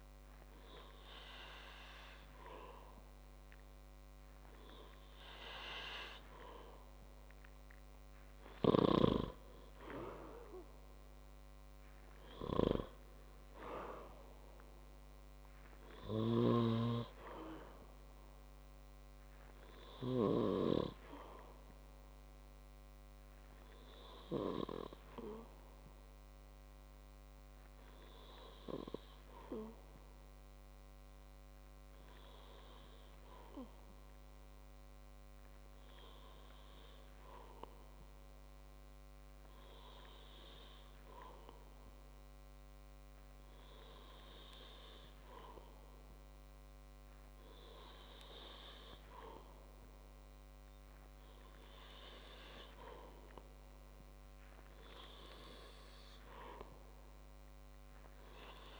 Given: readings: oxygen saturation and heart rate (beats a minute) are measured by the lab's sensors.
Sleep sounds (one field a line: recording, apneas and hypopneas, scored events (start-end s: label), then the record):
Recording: breathing in sleep by a microphone on the trachea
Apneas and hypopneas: none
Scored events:
none scored
From the record:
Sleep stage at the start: N2 (light sleep)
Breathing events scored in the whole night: 220 in 4.2 hours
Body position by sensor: on the back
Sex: male